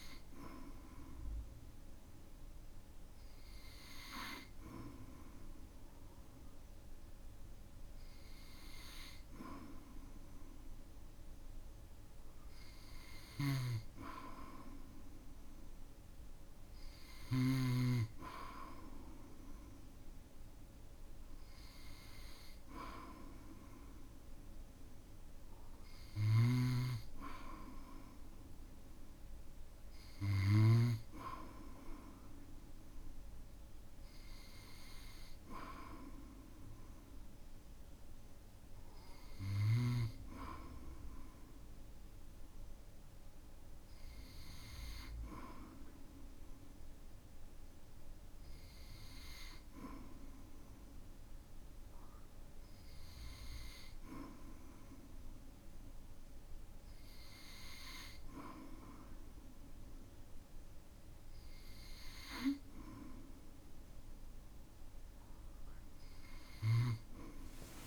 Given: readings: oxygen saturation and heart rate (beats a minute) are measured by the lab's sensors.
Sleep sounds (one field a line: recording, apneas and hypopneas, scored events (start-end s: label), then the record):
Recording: breathing in sleep by a room microphone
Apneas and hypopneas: none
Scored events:
13.00-17.50 s: snoring (device-marked)
26.00-31.00 s: snoring (device-marked)
63.50-67.87 s: new sleep stage, awake
From the record:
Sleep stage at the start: N2 (light sleep)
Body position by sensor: on the back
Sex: male